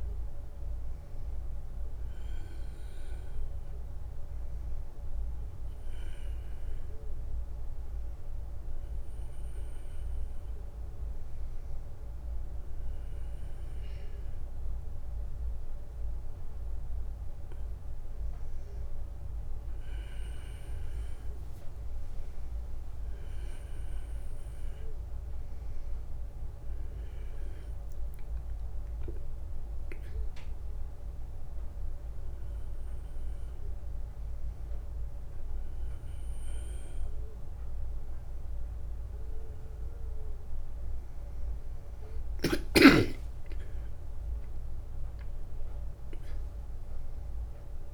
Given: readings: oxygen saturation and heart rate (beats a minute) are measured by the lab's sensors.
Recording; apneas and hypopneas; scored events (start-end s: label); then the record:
a person awake in a sleep study, hard to hear, by a room microphone; none
none scored
From the record:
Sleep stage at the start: awake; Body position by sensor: on the back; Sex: male